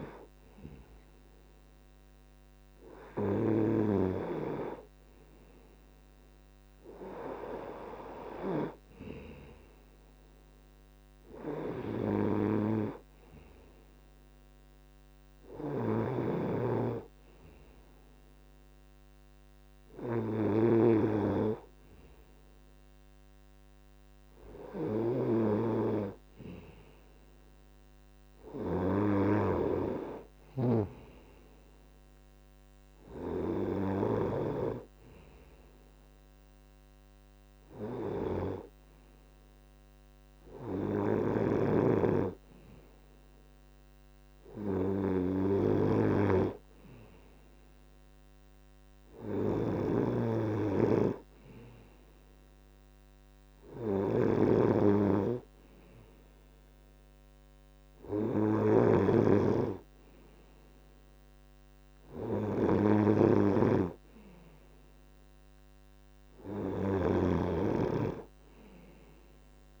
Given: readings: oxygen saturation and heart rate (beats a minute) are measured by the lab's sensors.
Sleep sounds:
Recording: breathing in sleep by a microphone on the trachea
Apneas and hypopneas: none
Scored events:
15.00-20.50 s: snoring (device-marked)
42.00-44.00 s: long interval between heartbeats (device-marked, heart rate 74 before, 84 extreme)
49.00-67.00 s: snoring (device-marked)
From the record:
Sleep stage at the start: N2 (light sleep)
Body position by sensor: on the right side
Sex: male

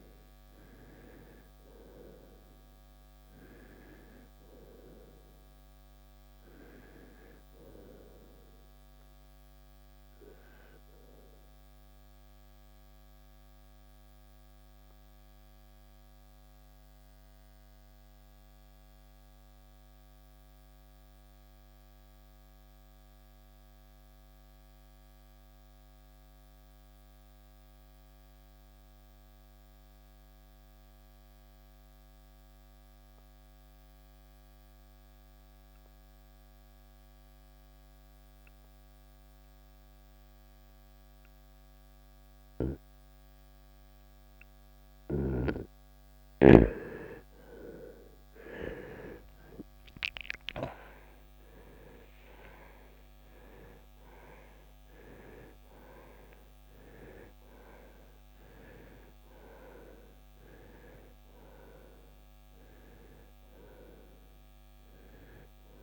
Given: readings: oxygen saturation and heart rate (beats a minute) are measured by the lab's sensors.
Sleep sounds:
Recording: breathing in sleep by a microphone on the trachea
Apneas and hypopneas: 1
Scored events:
0.00-22.50 s: oxygen desaturation (device-marked, oxygen 84% lowest, heart rate 59 extreme)
12.00-46.00 s: mixed apnea (oxygen 97% before, 83% lowest, heart rate 80 before, 59 extreme, up 24 after)
43.50-65.83 s: oxygen desaturation (device-marked, oxygen 98% before, 83% lowest, heart rate 69 before, 54 extreme)
49.50-55.00 s: arousal
From the record:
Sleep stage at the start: N2 (light sleep)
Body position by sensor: on the right side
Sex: male

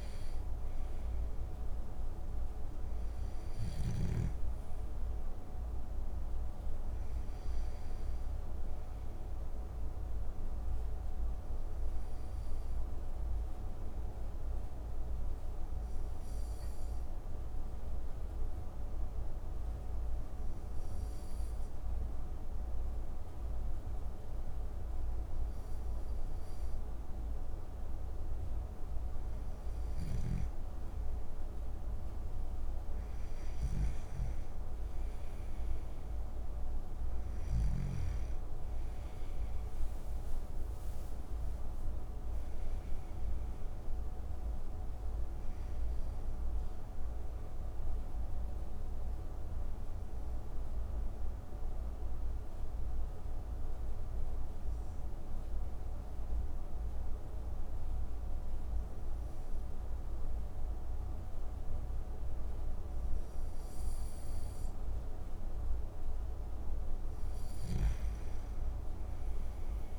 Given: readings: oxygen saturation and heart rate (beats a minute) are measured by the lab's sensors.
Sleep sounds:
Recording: breathing in sleep, hard to hear, by a room microphone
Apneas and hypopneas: 2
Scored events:
0.00-1.00 s: arousal
3.50-22.50 s: oxygen desaturation (device-marked, oxygen 97% before, 93% lowest)
13.00-27.00 s: obstructive apnea (oxygen 97% before, 92% lowest)
31.00-35.00 s: arousal
46.50-64.50 s: oxygen desaturation (device-marked, oxygen 95% before, 92% lowest)
49.50-65.00 s: obstructive apnea (oxygen 95% before, 92% lowest)
66.50-69.99 s: snoring (device-marked)
68.50-69.99 s: arousal
From the record:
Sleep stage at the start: N2 (light sleep)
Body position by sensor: on the back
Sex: male

